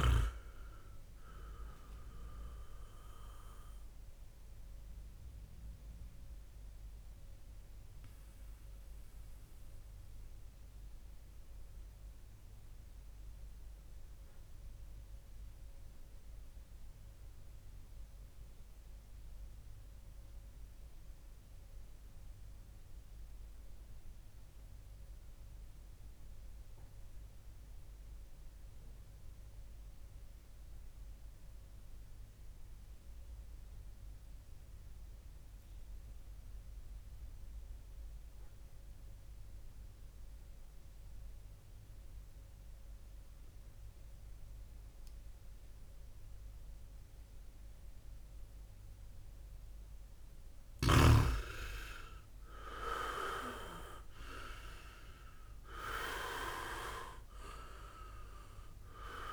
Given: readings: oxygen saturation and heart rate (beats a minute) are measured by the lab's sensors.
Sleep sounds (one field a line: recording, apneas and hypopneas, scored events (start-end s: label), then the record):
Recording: breathing in sleep by a room microphone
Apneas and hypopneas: 1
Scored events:
1.00-50.00 s: mixed apnea (oxygen 99% before, 94% lowest, heart rate 62 before, 55 extreme, up 9 after)
51.50-55.50 s: arousal
55.00-59.33 s: oxygen desaturation (device-marked, oxygen 98% before, 94% lowest, heart rate 64 before, 56 extreme)
From the record:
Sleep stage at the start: REM sleep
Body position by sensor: on the back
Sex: male